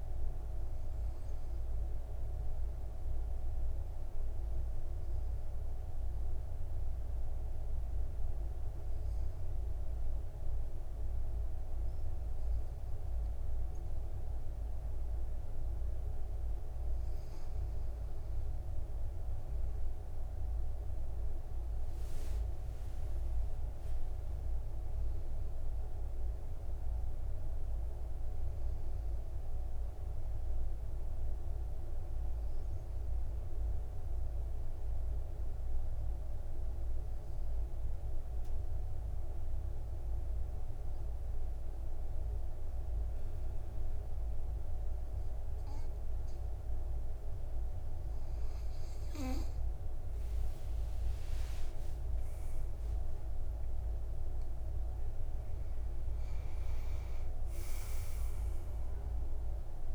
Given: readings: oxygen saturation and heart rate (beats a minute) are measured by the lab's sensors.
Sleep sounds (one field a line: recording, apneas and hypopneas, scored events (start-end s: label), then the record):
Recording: breathing in sleep, hard to hear, by a room microphone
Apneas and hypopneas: 2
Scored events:
0.00-12.00 s: oxygen desaturation (device-marked, oxygen 91% lowest, heart rate 52 extreme)
2.50-17.50 s: obstructive apnea (oxygen 97% before, 89% lowest, heart rate 64 before, 52 extreme, up 14 after)
19.50-23.50 s: arousal
26.00-43.00 s: oxygen desaturation (device-marked, oxygen 98% before, 93% lowest, heart rate 58 before, 52 extreme)
33.00-48.00 s: obstructive apnea (oxygen 99% before, 89% lowest, heart rate 62 before, 53 extreme, up 25 after)
52.00-54.00 s: long interval between heartbeats (device-marked, heart rate 56 before, 68 extreme)
52.00-57.50 s: arousal
55.00-59.95 s: oxygen desaturation (device-marked, oxygen 98% before, 89% lowest, heart rate 58 before, 50 extreme)
From the record:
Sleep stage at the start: N2 (light sleep)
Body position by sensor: on the back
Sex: male